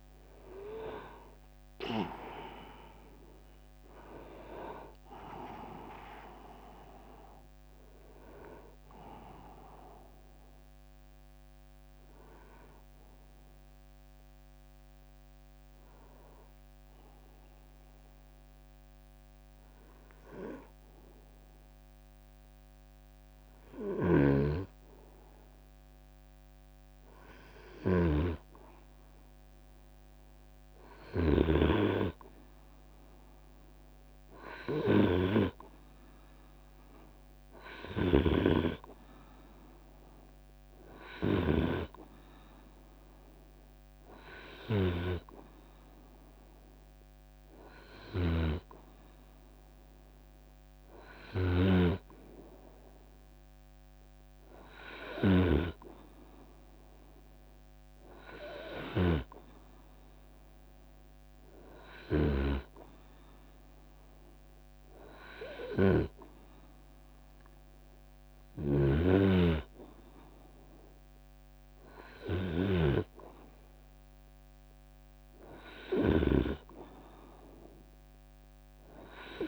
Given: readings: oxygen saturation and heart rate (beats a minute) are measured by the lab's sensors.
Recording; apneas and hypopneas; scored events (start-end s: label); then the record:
breathing in sleep by a microphone on the trachea; 1
0.00-8.50 s: drop in pulse transit time (device-marked, heart rate 70 extreme)
0.00-17.50 s: oxygen desaturation (device-marked, oxygen 93% lowest, heart rate 65 extreme)
11.50-26.00 s: hypopnea (oxygen 100% before, 93% lowest, heart rate 83 before, 65 extreme, up 18 after)
23.00-31.00 s: snoring (device-marked)
24.50-32.50 s: drop in pulse transit time (device-marked, heart rate 77 before, 75 extreme)
27.50-31.50 s: arousal
36.50-50.50 s: oxygen desaturation (device-marked, oxygen 100% before, 94% lowest, heart rate 75 before, 63 extreme)
42.50-44.50 s: long interval between heartbeats (device-marked, heart rate 77 before, 76 extreme)
67.50-75.50 s: snoring (device-marked)
From the record:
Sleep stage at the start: N2 (light sleep); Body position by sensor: on the right side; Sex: male